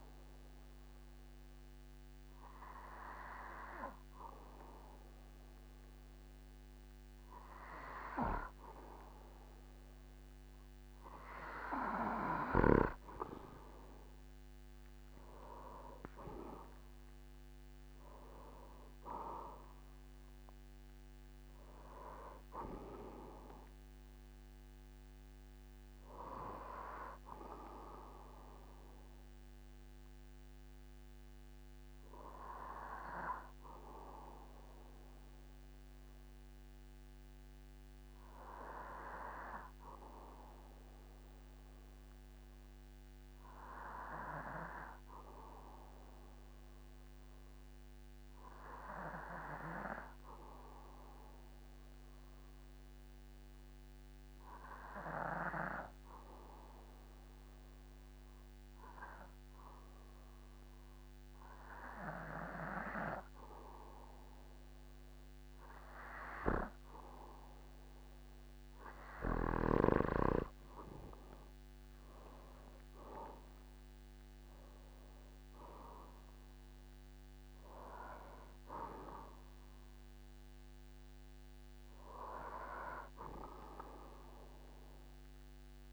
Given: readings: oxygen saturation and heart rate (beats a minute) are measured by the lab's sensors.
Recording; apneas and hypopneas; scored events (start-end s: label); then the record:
breathing in sleep by a microphone on the trachea; 1
14.50-18.00 s: arousal
44.50-62.00 s: hypopnea (oxygen 97% before, 93% lowest, heart rate 51 before, 47 extreme, up 4 after)
64.50-68.00 s: arousal
From the record:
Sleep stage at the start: N2 (light sleep); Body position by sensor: on the back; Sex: male